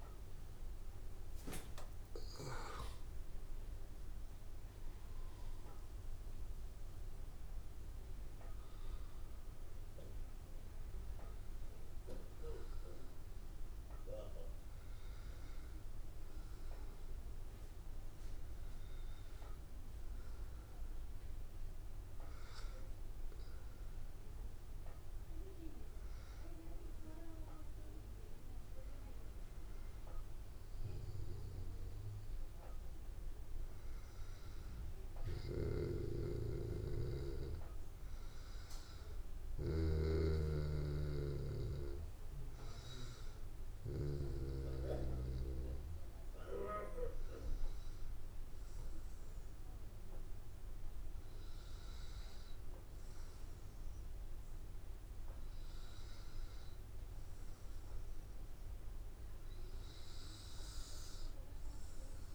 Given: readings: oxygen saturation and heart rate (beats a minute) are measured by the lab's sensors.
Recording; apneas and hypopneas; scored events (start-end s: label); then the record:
breathing in sleep by a room microphone; none
0.00-4.00 s: oxygen desaturation (device-marked, oxygen 91% lowest, heart rate 80 extreme)
From the record:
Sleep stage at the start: N2 (light sleep); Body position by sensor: on the back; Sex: male